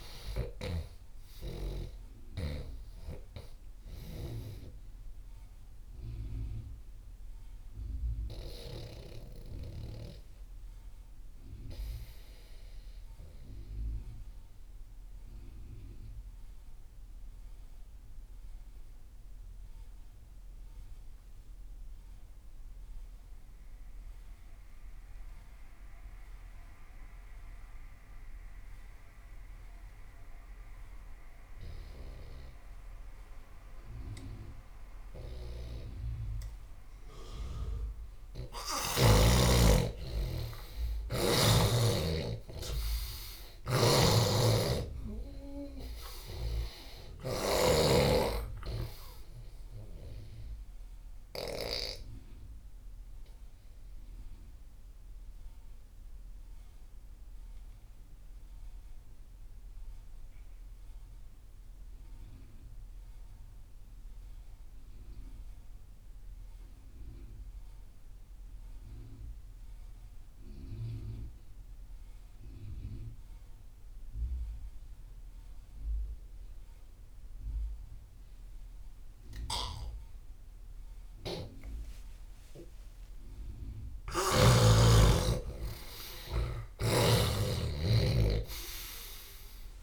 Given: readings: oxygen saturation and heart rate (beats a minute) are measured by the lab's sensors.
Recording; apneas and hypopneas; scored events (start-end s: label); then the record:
breathing in sleep by a room microphone; 2
0.00-17.50 s: oxygen desaturation (device-marked, oxygen 83% lowest)
14.00-30.50 s: obstructive apnea (oxygen 98% before, 86% lowest)
33.50-64.50 s: oxygen desaturation (device-marked, oxygen 99% before, 86% lowest)
39.50-43.50 s: arousal
43.50-48.00 s: snoring (device-marked)
55.00-82.50 s: obstructive apnea (oxygen 99% before, 84% lowest)
76.50-89.83 s: oxygen desaturation (device-marked, oxygen 99% before, 84% lowest)
86.50-89.83 s: snoring (device-marked)
From the record:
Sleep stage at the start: N2 (light sleep); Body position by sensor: on the left side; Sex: male